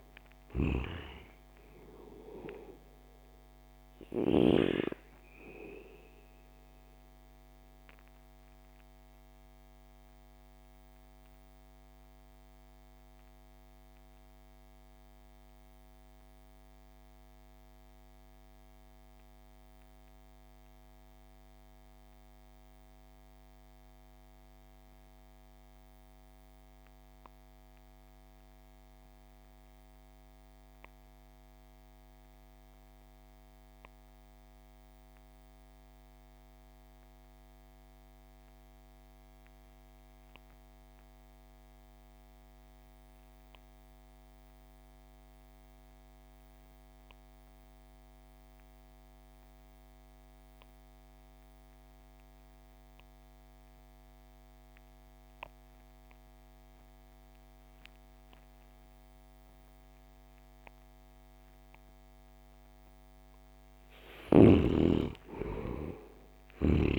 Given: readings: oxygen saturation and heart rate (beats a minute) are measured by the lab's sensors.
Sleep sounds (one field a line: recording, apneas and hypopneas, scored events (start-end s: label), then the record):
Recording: breathing in sleep by a microphone on the trachea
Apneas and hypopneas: 1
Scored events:
0.00-4.00 s: snoring (device-marked)
0.00-23.00 s: oxygen desaturation (device-marked, oxygen 71% lowest)
8.50-62.50 s: mixed apnea (oxygen 96% before, 63% lowest)
40.00-66.99 s: oxygen desaturation (device-marked, oxygen 97% before, 63% lowest)
64.00-66.99 s: arousal
From the record:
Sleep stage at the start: REM sleep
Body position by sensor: on the back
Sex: male